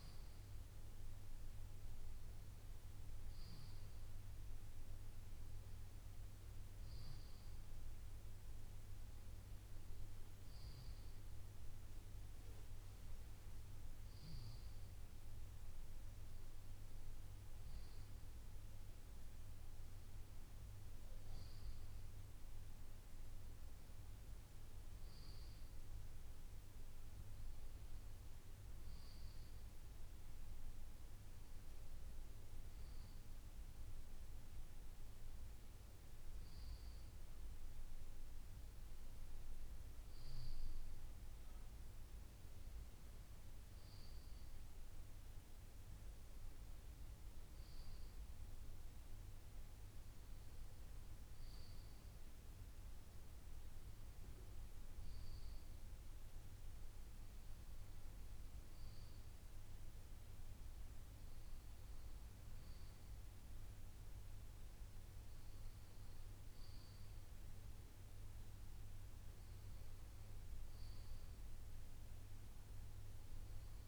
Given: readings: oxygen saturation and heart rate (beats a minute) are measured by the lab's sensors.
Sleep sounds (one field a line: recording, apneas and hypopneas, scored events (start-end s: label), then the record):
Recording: breathing in sleep, hard to hear, by a room microphone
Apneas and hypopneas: none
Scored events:
none scored
From the record:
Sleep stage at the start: N2 (light sleep)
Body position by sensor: on the left side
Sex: male